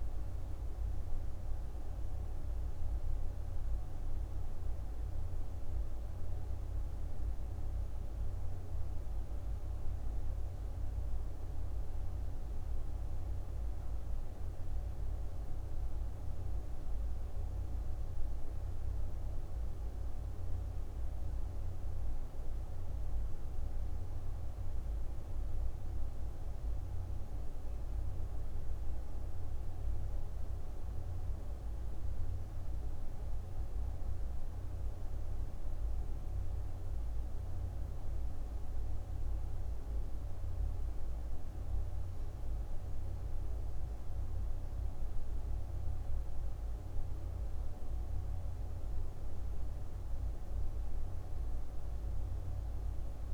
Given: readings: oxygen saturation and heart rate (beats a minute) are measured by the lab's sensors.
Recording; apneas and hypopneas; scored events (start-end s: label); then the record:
breathing in sleep, hard to hear, by a room microphone; none
none scored
From the record:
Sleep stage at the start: N1 (lightest sleep); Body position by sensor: on the back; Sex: female